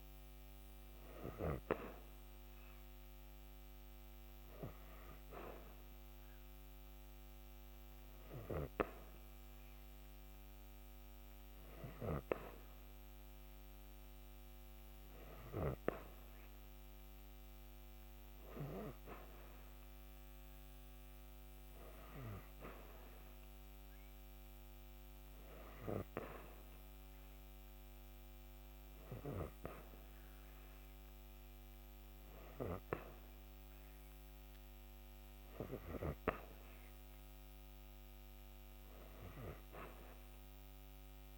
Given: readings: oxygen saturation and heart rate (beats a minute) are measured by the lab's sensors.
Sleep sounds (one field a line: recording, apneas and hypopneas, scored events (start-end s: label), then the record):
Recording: breathing in sleep by a microphone on the trachea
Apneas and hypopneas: none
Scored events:
none scored
From the record:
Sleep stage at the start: N3 (deep sleep)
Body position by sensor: on the back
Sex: female